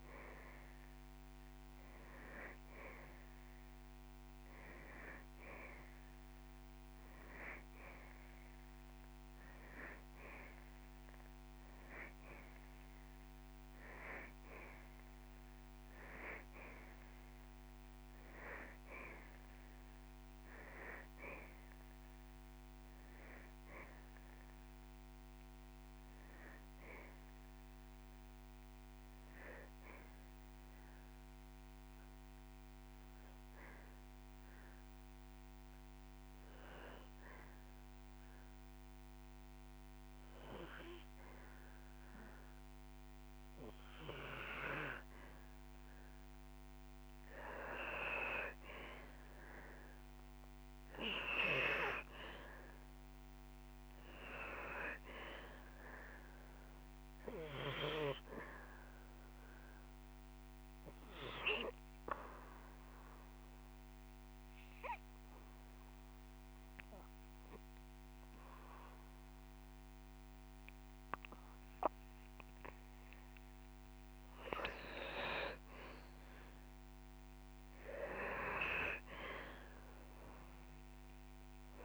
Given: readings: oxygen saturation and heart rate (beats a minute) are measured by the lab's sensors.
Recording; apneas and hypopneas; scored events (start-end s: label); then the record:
breathing in sleep by a microphone on the trachea; 2
0.00-20.50 s: oxygen desaturation (device-marked, oxygen 93% lowest)
22.50-26.50 s: arousal
30.50-43.00 s: obstructive apnea (oxygen 99% before, 92% lowest)
32.00-34.00 s: long interval between heartbeats (device-marked)
46.00-48.00 s: long interval between heartbeats (device-marked)
47.00-50.50 s: arousal
52.50-72.50 s: oxygen desaturation (device-marked, oxygen 98% before, 92% lowest)
60.00-62.00 s: long interval between heartbeats (device-marked)
61.50-73.50 s: obstructive apnea (oxygen 99% before, 92% lowest)
76.00-80.00 s: arousal
From the record:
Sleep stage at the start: N2 (light sleep); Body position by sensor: on the back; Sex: male